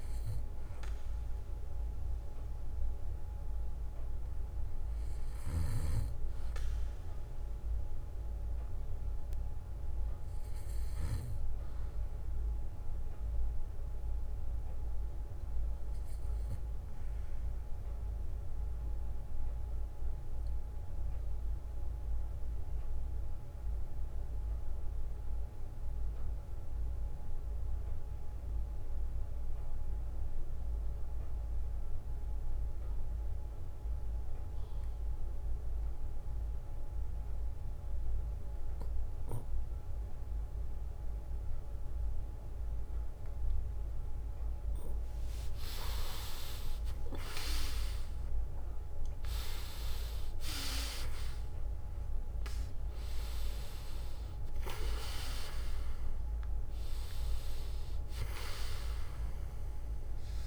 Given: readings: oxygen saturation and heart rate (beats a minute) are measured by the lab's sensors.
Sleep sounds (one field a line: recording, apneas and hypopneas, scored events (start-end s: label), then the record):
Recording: breathing in sleep by a room microphone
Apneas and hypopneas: 1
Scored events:
10.50-14.00 s: arousal
19.00-21.00 s: bradycardia (device-marked, heart rate 63 before, 60 extreme)
19.00-43.50 s: obstructive apnea (oxygen 98% before, 90% lowest, heart rate 66 before, 53 extreme, up 17 after)
23.00-44.00 s: bradycardia (device-marked, heart rate 63 before, 53 extreme)
40.00-60.47 s: new sleep stage, N2 (light sleep)
45.50-50.50 s: arousal
From the record:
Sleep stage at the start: REM sleep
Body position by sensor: on the back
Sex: male